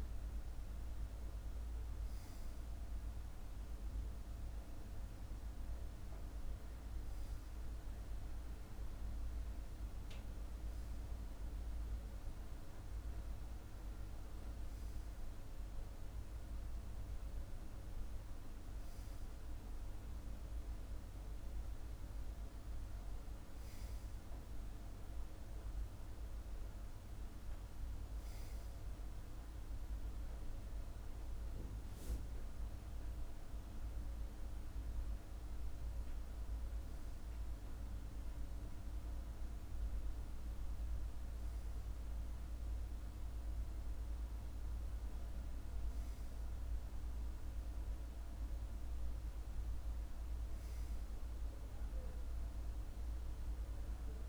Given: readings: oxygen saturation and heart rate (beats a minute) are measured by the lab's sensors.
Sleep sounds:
breathing in sleep, hard to hear, by a room microphone; none
32.50-38.50 s: arousal
From the record:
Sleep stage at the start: N2 (light sleep); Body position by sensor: on the left side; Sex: male

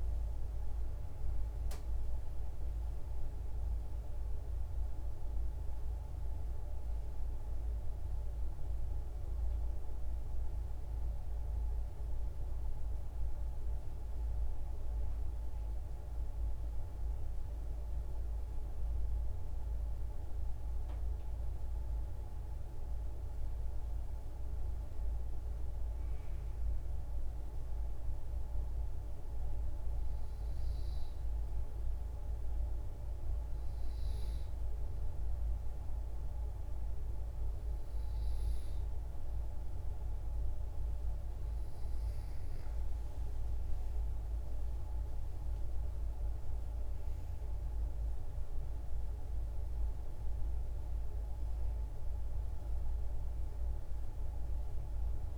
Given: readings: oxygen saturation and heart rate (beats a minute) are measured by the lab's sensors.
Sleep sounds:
breathing in sleep, hard to hear, by a room microphone; 1
0.00-1.50 s: arousal
28.50-39.50 s: hypopnea (oxygen 96% before, 92% lowest, heart rate 53 before, 50 extreme, up 9 after)
43.00-55.38 s: oxygen desaturation (device-marked, oxygen 96% before, 93% lowest, heart rate 53 before, 50 extreme)
44.50-49.50 s: arousal
From the record:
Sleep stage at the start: N2 (light sleep); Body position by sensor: on the back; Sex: female

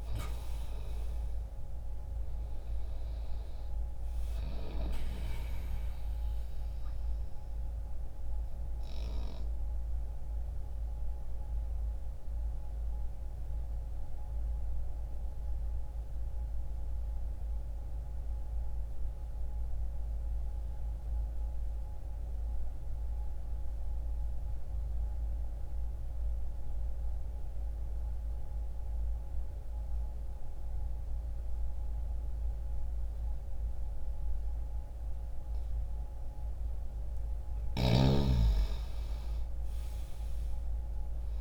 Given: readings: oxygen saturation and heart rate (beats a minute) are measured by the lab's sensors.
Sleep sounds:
breathing in sleep by a room microphone; 1
0.00-14.50 s: oxygen desaturation (device-marked, oxygen 90% lowest, heart rate 60 extreme)
7.00-36.00 s: mixed apnea (oxygen 97% before, 85% lowest, heart rate 60 before, 60 extreme, up 0 after)
16.50-31.50 s: oxygen desaturation (device-marked, oxygen 91% before, 85% lowest, heart rate 60 before, 60 extreme)
39.00-41.41 s: arousal
From the record:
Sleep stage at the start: N2 (light sleep); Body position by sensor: on the left side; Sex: male

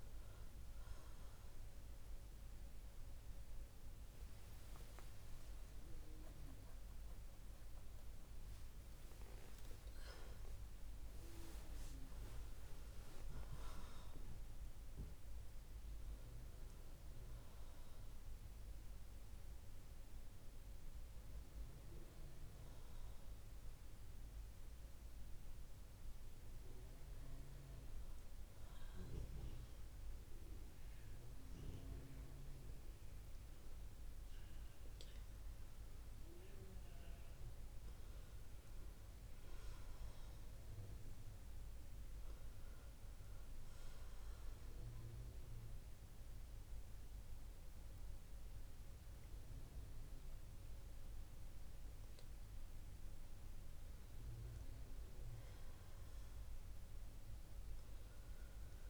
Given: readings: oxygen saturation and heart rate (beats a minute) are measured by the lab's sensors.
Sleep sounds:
breathing in sleep by a room microphone; 1
0.00-8.00 s: oxygen desaturation (device-marked, oxygen 91% lowest, heart rate 64 extreme)
6.00-11.50 s: arousal
24.00-35.00 s: hypopnea (oxygen 97% before, 90% lowest, heart rate 85 before, 63 extreme, up 1 after)
33.00-54.00 s: oxygen desaturation (device-marked, oxygen 95% before, 90% lowest, heart rate 70 before, 62 extreme)
36.50-39.50 s: arousal
From the record:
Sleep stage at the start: N2 (light sleep); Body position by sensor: on the right side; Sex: female

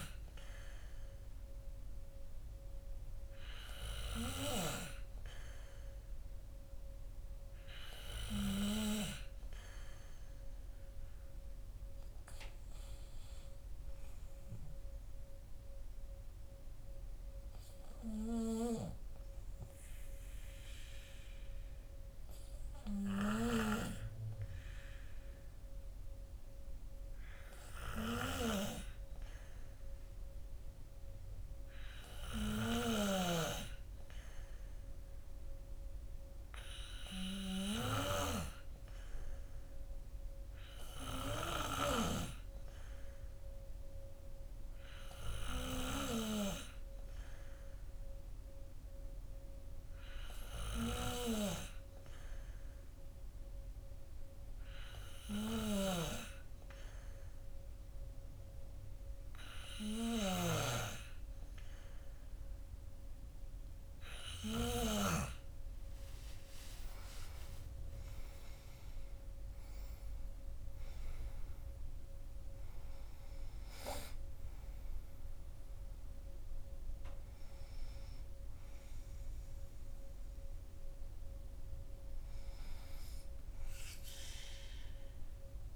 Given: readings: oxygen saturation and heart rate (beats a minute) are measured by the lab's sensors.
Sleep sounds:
breathing in sleep by a room microphone; 1
30.00-63.00 s: obstructive apnea (oxygen 96% before, 94% lowest, heart rate 55 before, 44 extreme, up 22 after)
65.00-68.50 s: arousal
From the record:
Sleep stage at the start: N2 (light sleep); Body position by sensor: on the back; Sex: male

